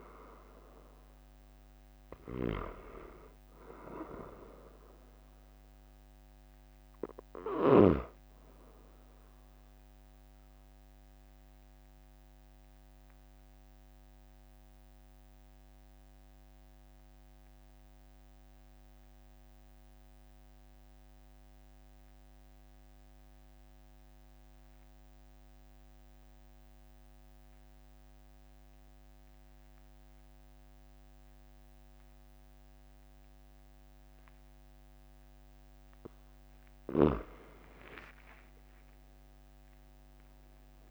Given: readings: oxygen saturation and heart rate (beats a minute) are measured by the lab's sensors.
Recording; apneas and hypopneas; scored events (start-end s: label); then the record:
breathing in sleep by a microphone on the trachea; 1
0.00-8.00 s: snoring (device-marked)
0.00-23.50 s: oxygen desaturation (device-marked, oxygen 92% lowest, heart rate 41 extreme)
10.50-35.50 s: mixed apnea (oxygen 97% before, 92% lowest, heart rate 45 before, 41 extreme, up 5 after)
38.00-40.91 s: arousal
From the record:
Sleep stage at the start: N2 (light sleep); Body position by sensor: on the back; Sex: male